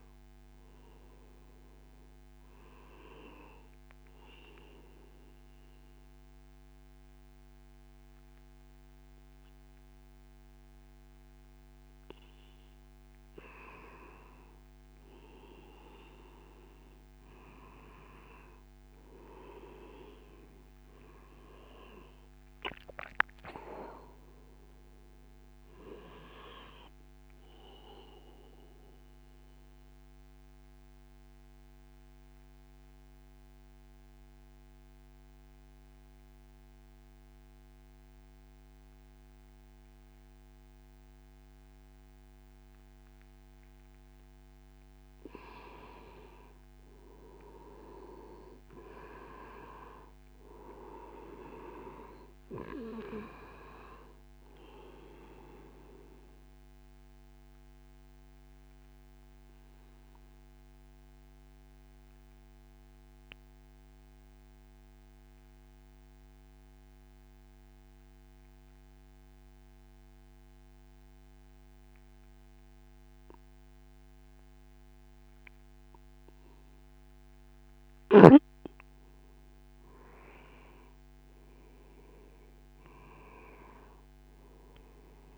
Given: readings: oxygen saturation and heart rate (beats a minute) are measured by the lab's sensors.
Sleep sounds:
breathing in sleep by a microphone on the trachea; 3
2.00-13.00 s: obstructive apnea (oxygen 97% before, 92% lowest, heart rate 81 before, 47 extreme, up 38 after)
17.50-22.00 s: arousal
28.50-43.50 s: obstructive apnea (oxygen 97% before, 92% lowest, heart rate 60 before, 48 extreme, up 1 after)
46.00-50.50 s: arousal
52.00-71.00 s: oxygen desaturation (device-marked, oxygen 96% before, 92% lowest, heart rate 63 before, 52 extreme)
56.50-76.50 s: obstructive apnea (oxygen 96% before, 91% lowest, heart rate 61 before, 58 extreme, up 6 after)
80.00-85.00 s: arousal
From the record:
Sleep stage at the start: N2 (light sleep); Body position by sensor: on the right side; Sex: male

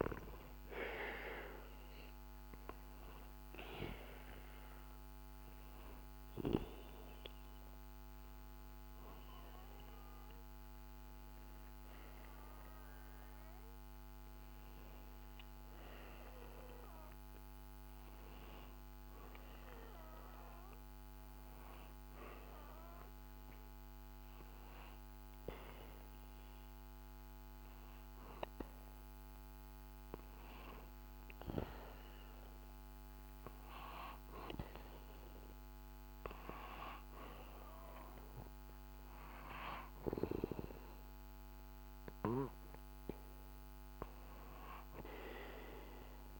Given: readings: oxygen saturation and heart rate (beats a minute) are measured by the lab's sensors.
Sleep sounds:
breathing in sleep by a microphone on the trachea; none
24.00-46.40 s: new sleep stage, REM sleep
From the record:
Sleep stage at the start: N2 (light sleep); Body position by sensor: on the back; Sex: male

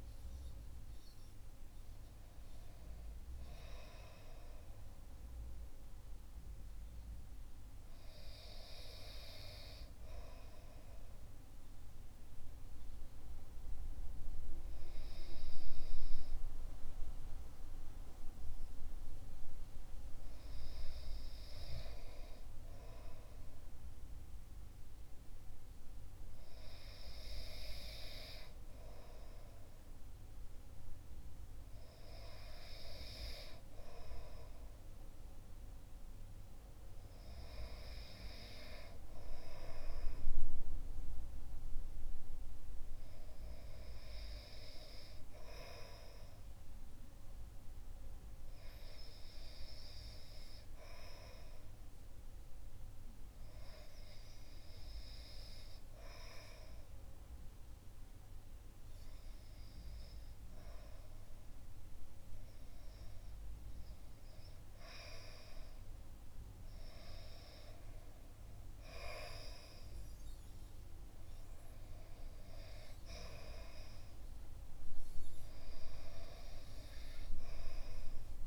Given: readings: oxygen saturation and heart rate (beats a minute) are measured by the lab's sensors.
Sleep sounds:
breathing in sleep by a room microphone; 1
49.00-65.00 s: hypopnea (oxygen 98% before, 94% lowest, heart rate 59 before, 57 extreme, up 1 after)
67.50-71.00 s: arousal
76.50-78.47 s: oxygen desaturation (device-marked, oxygen 97% before, 94% lowest, heart rate 58 before, 60 extreme)
From the record:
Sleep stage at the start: REM sleep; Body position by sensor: on the back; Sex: male

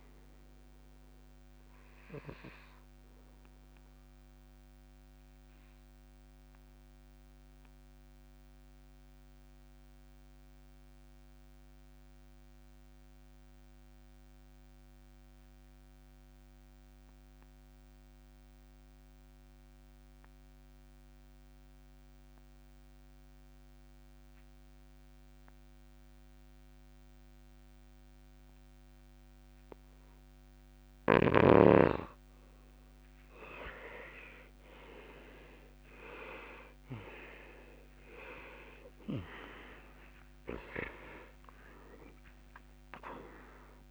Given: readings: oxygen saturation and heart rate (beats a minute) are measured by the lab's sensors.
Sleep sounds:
breathing in sleep by a microphone on the trachea; 1
0.00-20.50 s: oxygen desaturation (device-marked, oxygen 86% lowest, heart rate 58 extreme)
3.50-30.00 s: obstructive apnea (oxygen 94% before, 86% lowest, heart rate 76 before, 58 extreme, up 15 after)
34.50-39.00 s: arousal
41.50-43.91 s: oxygen desaturation (device-marked, oxygen 96% before, 87% lowest, heart rate 66 before, 57 extreme)
From the record:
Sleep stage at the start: REM sleep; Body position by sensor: on the back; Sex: male

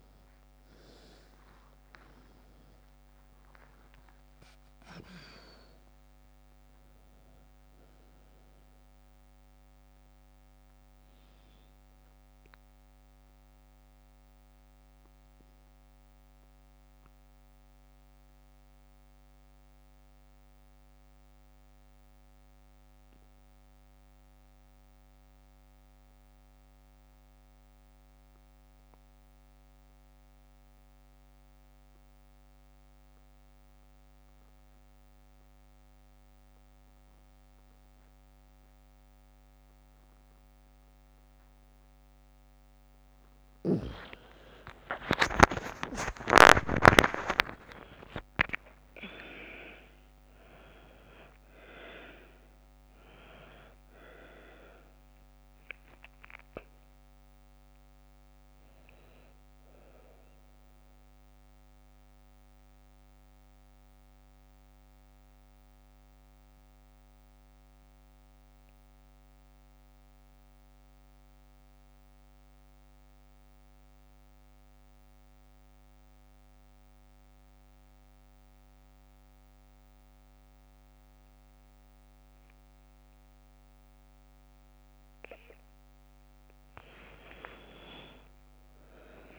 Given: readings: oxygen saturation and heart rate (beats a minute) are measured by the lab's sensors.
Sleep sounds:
breathing in sleep by a microphone on the trachea; 2
0.00-23.00 s: oxygen desaturation (device-marked, oxygen 88% lowest, heart rate 47 extreme)
13.00-42.00 s: mixed apnea (oxygen 99% before, 88% lowest, heart rate 59 before, 47 extreme, up 10 after)
42.00-73.00 s: oxygen desaturation (device-marked, oxygen 99% before, 89% lowest, heart rate 51 before, 48 extreme)
44.00-48.50 s: arousal
61.00-85.00 s: mixed apnea (oxygen 99% before, 89% lowest, heart rate 60 before, 48 extreme, up 12 after)
86.50-89.39 s: arousal
87.00-89.39 s: oxygen desaturation (device-marked, oxygen 100% before, 90% lowest, heart rate 50 before, 50 extreme)
From the record:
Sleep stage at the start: N2 (light sleep); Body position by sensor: on the back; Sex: female

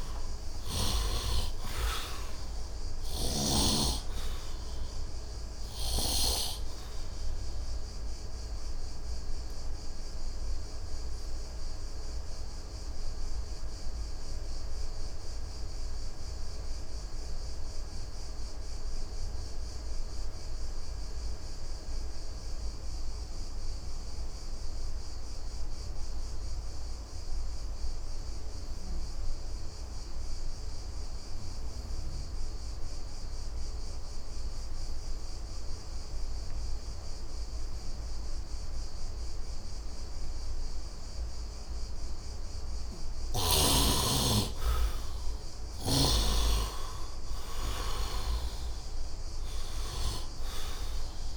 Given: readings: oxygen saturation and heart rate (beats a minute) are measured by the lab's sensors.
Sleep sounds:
breathing in sleep by a room microphone; 1
0.00-22.00 s: oxygen desaturation (device-marked, oxygen 67% lowest, heart rate 67 extreme)
8.00-44.50 s: obstructive apnea (oxygen 99% before, 64% lowest, heart rate 80 before, 68 extreme, up 9 after)
27.00-51.37 s: oxygen desaturation (device-marked, oxygen 99% before, 64% lowest, heart rate 71 before, 67 extreme)
45.50-50.00 s: snoring (device-marked)
46.00-50.00 s: arousal
From the record:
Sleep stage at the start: N2 (light sleep); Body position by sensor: on the right side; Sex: male

